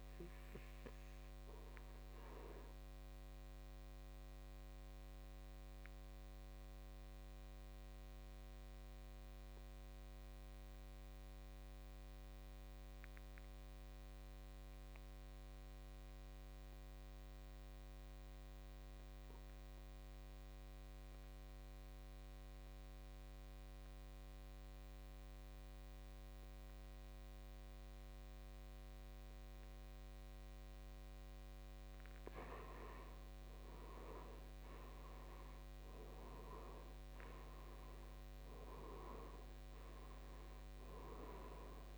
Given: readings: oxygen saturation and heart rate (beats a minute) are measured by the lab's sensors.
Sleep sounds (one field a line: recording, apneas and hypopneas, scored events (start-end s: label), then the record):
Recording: breathing in sleep by a microphone on the trachea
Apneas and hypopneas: 1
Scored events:
1.00-31.50 s: obstructive apnea (oxygen 99% before, 76% lowest, heart rate 60 before, 52 extreme, up 9 after)
10.00-24.00 s: oxygen desaturation (device-marked, oxygen 96% before, 86% lowest, heart rate 62 before, 57 extreme)
33.00-41.98 s: oxygen desaturation (device-marked, oxygen 97% before, 76% lowest, heart rate 61 before, 52 extreme)
34.00-39.00 s: arousal
From the record:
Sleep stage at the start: N2 (light sleep)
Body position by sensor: on the back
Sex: male